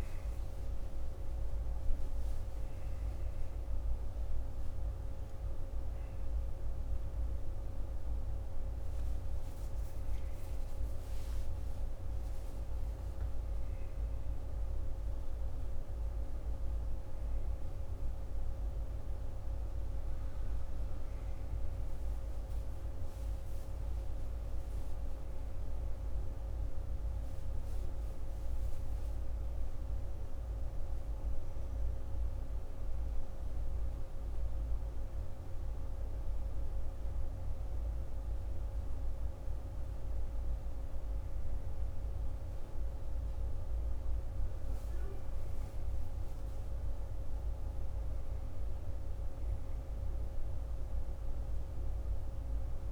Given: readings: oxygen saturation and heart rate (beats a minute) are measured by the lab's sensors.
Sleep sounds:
a person awake in a sleep study, hard to hear, by a room microphone; none
none scored
From the record:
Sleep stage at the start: awake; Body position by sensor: on the back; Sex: male

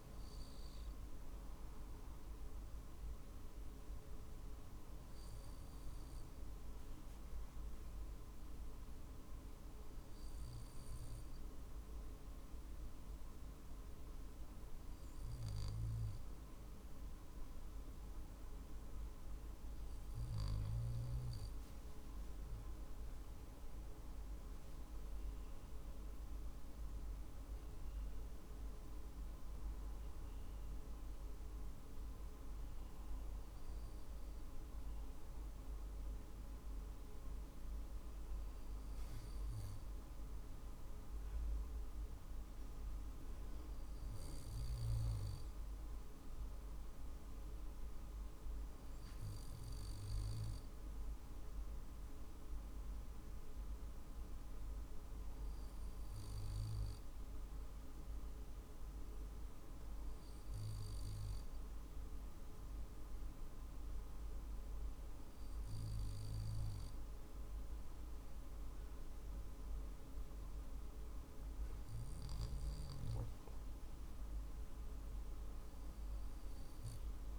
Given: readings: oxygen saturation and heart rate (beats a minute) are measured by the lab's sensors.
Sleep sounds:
breathing in sleep, hard to hear, by a room microphone; 2
0.00-6.50 s: drop in pulse transit time (device-marked, heart rate 48 extreme)
4.00-22.00 s: obstructive apnea (oxygen 96% before, 93% lowest, heart rate 49 before, 46 extreme, up 3 after)
19.50-34.50 s: oxygen desaturation (device-marked, oxygen 96% before, 93% lowest, heart rate 48 before, 46 extreme)
24.00-28.00 s: arousal
24.50-39.50 s: drop in pulse transit time (device-marked, heart rate 48 before, 46 extreme)
41.00-72.00 s: obstructive apnea (oxygen 96% before, 93% lowest, heart rate 48 before, 47 extreme, up 3 after)
75.00-77.39 s: arousal
From the record:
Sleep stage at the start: N2 (light sleep); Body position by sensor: on the back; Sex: male

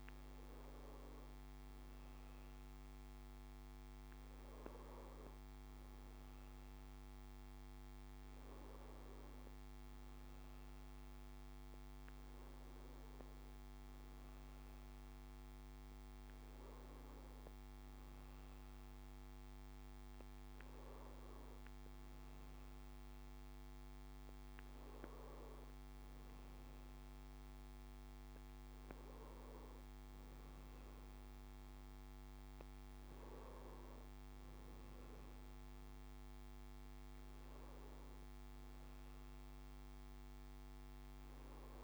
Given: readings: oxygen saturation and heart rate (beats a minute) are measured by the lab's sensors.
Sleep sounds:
breathing in sleep, hard to hear, by a microphone on the trachea; none
31.50-41.84 s: new sleep stage, N2 (light sleep)
From the record:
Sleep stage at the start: N1 (lightest sleep); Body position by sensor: on the right side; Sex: male

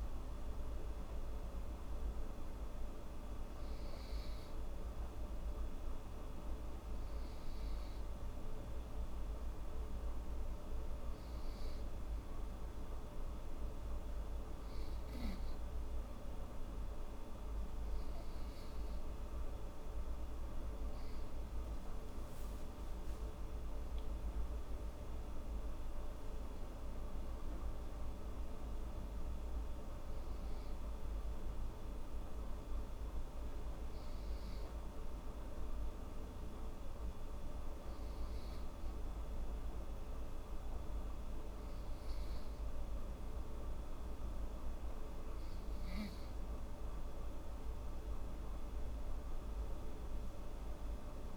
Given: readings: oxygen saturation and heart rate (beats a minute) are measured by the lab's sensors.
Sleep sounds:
breathing in sleep, hard to hear, by a room microphone; 2
8.50-21.00 s: hypopnea (oxygen 94% before, 92% lowest, heart rate 79 before, 75 extreme, up 9 after)
23.00-27.00 s: arousal
33.50-44.50 s: hypopnea (oxygen 94% before, 92% lowest, heart rate 82 before, 76 extreme, up 6 after)
47.50-51.37 s: arousal
From the record:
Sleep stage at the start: N2 (light sleep); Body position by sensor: on the right side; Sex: female

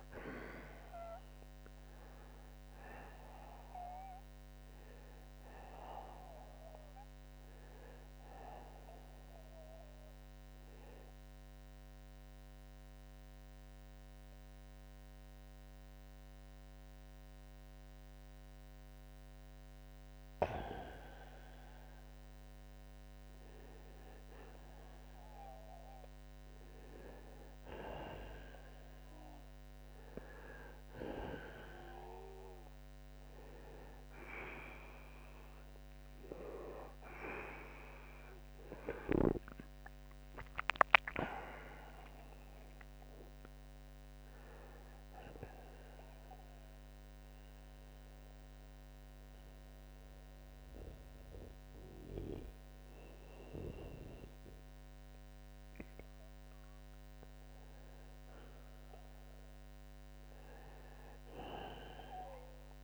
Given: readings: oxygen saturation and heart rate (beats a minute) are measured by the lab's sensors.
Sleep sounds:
breathing in sleep by a microphone on the trachea; 2
11.00-26.00 s: mixed apnea (oxygen 91% before, 87% lowest)
36.00-40.50 s: arousal
43.50-62.84 s: oxygen desaturation (device-marked, oxygen 92% before, 88% lowest)
46.00-57.00 s: central apnea (oxygen 92% before, 88% lowest)
From the record:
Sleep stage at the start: N1 (lightest sleep); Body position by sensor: on the right side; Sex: male

